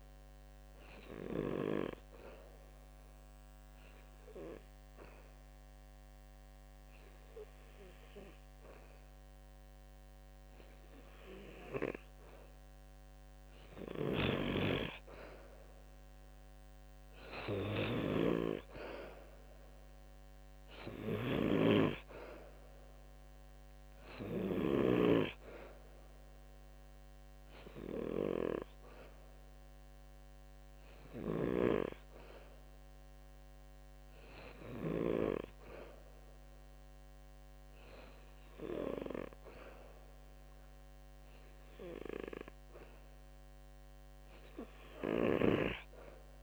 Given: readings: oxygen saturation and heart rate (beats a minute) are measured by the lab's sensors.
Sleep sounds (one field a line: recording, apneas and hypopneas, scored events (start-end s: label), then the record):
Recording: breathing in sleep by a microphone on the trachea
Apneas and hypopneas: 1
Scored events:
1.50-13.50 s: obstructive apnea (oxygen 94% before, 90% lowest, heart rate 74 before, 71 extreme, up 4 after)
13.50-24.50 s: snoring (device-marked)
15.50-19.00 s: arousal
30.50-34.50 s: snoring (device-marked)
37.50-46.43 s: oxygen desaturation (device-marked, oxygen 94% before, 90% lowest, heart rate 74 before, 73 extreme)
44.50-46.43 s: snoring (device-marked)
From the record:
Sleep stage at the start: N2 (light sleep)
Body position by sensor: on the back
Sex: male